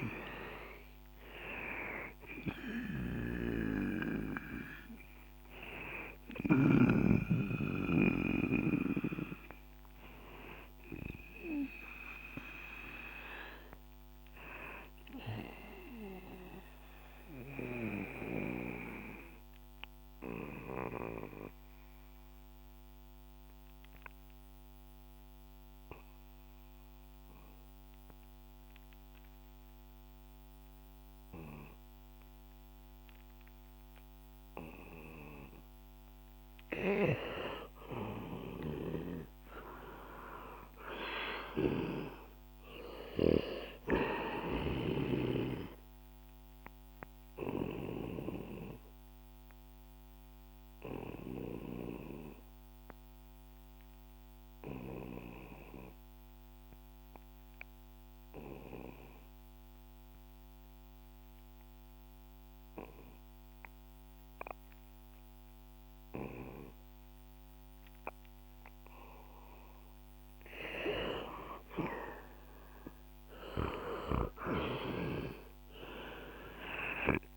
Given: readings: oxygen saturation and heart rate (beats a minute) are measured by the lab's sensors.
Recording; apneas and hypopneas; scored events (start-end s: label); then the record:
breathing in sleep by a microphone on the trachea; 2
0.00-25.00 s: oxygen desaturation (device-marked, oxygen 87% lowest, heart rate 64 extreme)
17.00-37.00 s: mixed apnea (oxygen 98% before, 87% lowest, heart rate 71 before, 64 extreme, up 11 after)
38.50-43.00 s: arousal
39.00-65.00 s: oxygen desaturation (device-marked, oxygen 98% before, 90% lowest, heart rate 68 before, 62 extreme)
46.50-70.00 s: obstructive apnea (oxygen 99% before, 89% lowest, heart rate 67 before, 62 extreme, up 9 after)
71.00-74.50 s: arousal
71.00-77.37 s: oxygen desaturation (device-marked, oxygen 98% before, 92% lowest, heart rate 66 before, 62 extreme)
From the record:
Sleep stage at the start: N2 (light sleep); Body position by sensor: on the back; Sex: male